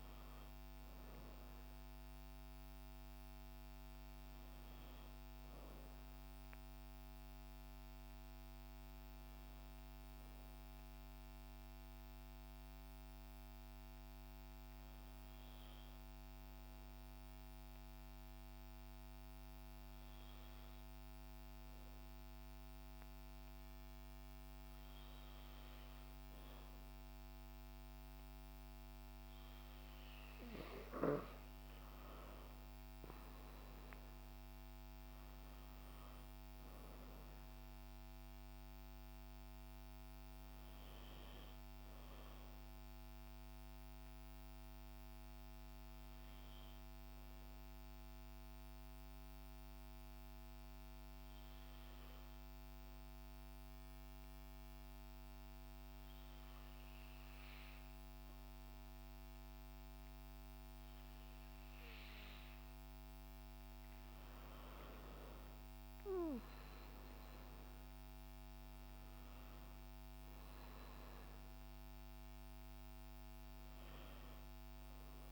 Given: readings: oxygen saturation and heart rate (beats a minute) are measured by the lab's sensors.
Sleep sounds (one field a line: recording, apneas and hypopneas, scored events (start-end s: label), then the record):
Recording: breathing in sleep, hard to hear, by a microphone on the trachea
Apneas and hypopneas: 2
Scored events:
0.00-3.50 s: arousal
0.00-22.00 s: oxygen desaturation (device-marked, oxygen 93% lowest, heart rate 50 extreme)
17.50-31.00 s: hypopnea (oxygen 96% before, 90% lowest, heart rate 56 before, 50 extreme, up 13 after)
32.50-36.50 s: arousal
35.00-55.00 s: oxygen desaturation (device-marked, oxygen 96% before, 92% lowest, heart rate 54 before, 50 extreme)
48.50-63.50 s: hypopnea (oxygen 96% before, 90% lowest, heart rate 59 before, 53 extreme, up 21 after)
65.00-68.50 s: arousal
67.00-75.32 s: oxygen desaturation (device-marked, oxygen 96% before, 90% lowest, heart rate 62 before, 54 extreme)
From the record:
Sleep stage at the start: N2 (light sleep)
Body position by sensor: on the back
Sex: female